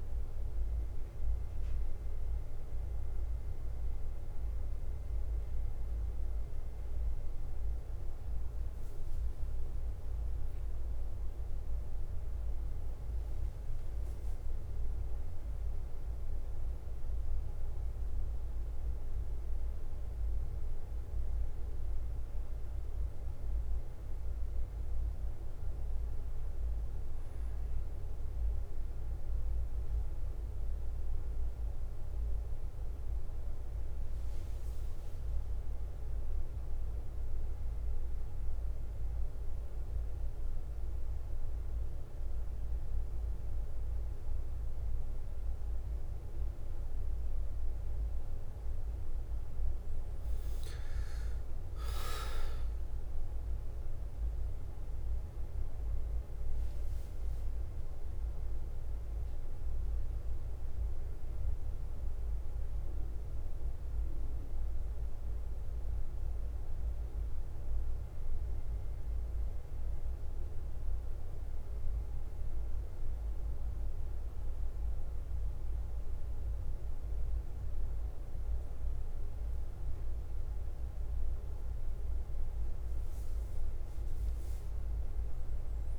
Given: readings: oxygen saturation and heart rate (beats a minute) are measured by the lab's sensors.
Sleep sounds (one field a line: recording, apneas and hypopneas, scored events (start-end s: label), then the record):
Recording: breathing in sleep, hard to hear, by a room microphone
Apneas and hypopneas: 1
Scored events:
0.00-85.99 s: bradycardia (device-marked, heart rate 45 extreme)
53.00-56.50 s: arousal
59.50-73.00 s: obstructive apnea (oxygen 98% before, 96% lowest, heart rate 52 before, 55 extreme, up 1 after)
82.50-85.99 s: new sleep stage, awake
From the record:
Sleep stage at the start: N1 (lightest sleep)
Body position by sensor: on the back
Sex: male